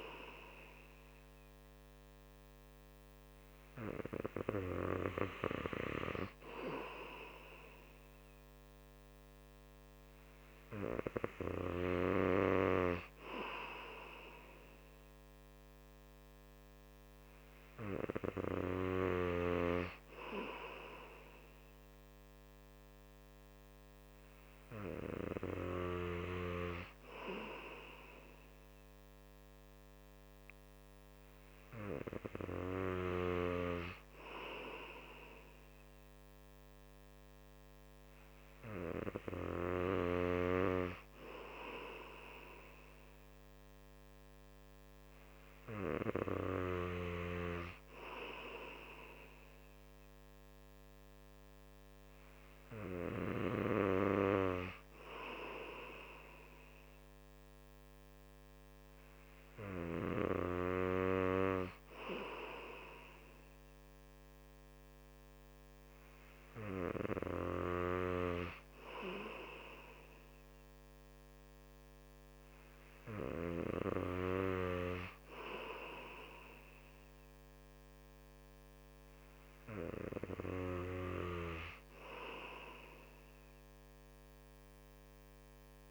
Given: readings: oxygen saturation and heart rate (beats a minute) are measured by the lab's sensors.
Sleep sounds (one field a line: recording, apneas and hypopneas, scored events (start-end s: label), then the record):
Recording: breathing in sleep by a microphone on the trachea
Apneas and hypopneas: none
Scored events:
none scored
From the record:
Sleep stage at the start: N2 (light sleep)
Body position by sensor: on the right side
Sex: male